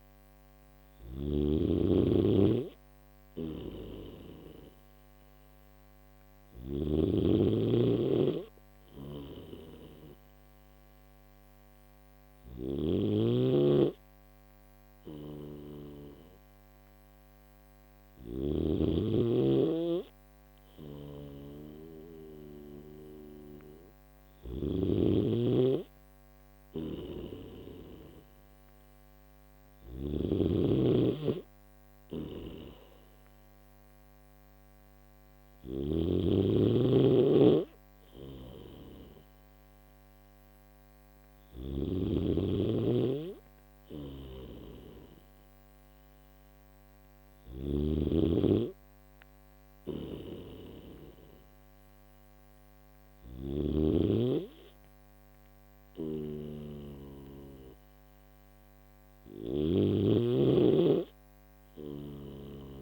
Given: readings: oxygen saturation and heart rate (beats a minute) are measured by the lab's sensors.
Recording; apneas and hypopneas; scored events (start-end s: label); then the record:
breathing in sleep by a microphone on the trachea; none
3.00-6.50 s: snoring (device-marked)
8.50-18.00 s: snoring (device-marked)
20.00-24.00 s: snoring (device-marked)
26.00-29.50 s: snoring (device-marked)
31.50-41.50 s: snoring (device-marked)
43.50-59.50 s: snoring (device-marked)
61.50-62.82 s: snoring (device-marked)
From the record:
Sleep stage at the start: N1 (lightest sleep); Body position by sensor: on the back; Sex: male